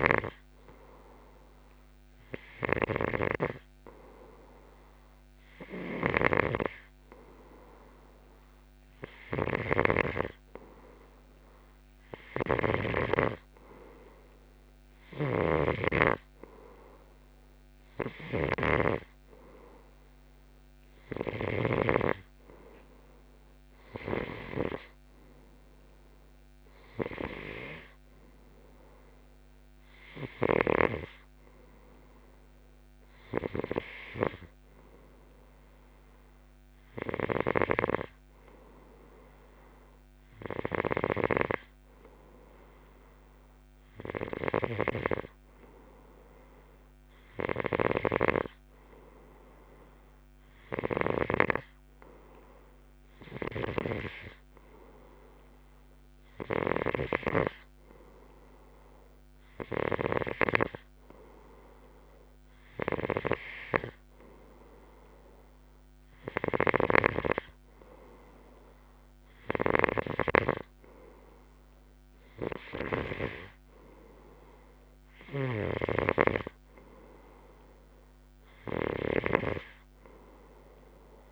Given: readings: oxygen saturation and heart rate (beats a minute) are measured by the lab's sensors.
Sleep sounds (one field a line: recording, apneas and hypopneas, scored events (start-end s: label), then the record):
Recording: breathing in sleep by a microphone on the trachea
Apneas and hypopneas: none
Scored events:
0.00-13.00 s: snoring (device-marked)
15.00-22.00 s: snoring (device-marked)
30.50-51.50 s: snoring (device-marked)
53.50-73.50 s: snoring (device-marked)
75.50-81.32 s: snoring (device-marked)
From the record:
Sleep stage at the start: N2 (light sleep)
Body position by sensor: on the left side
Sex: male